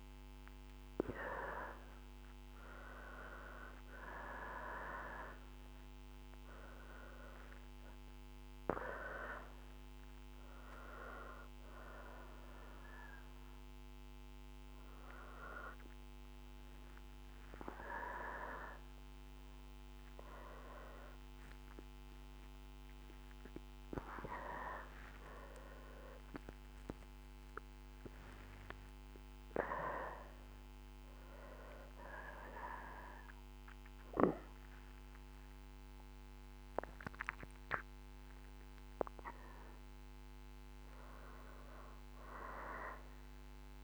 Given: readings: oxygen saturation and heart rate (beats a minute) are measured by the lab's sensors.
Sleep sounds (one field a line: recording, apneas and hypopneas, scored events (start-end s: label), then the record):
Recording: a person awake in a sleep study, by a microphone on the trachea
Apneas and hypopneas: none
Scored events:
26.00-43.84 s: new sleep stage, N1 (lightest sleep)
From the record:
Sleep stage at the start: awake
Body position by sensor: on the right side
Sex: female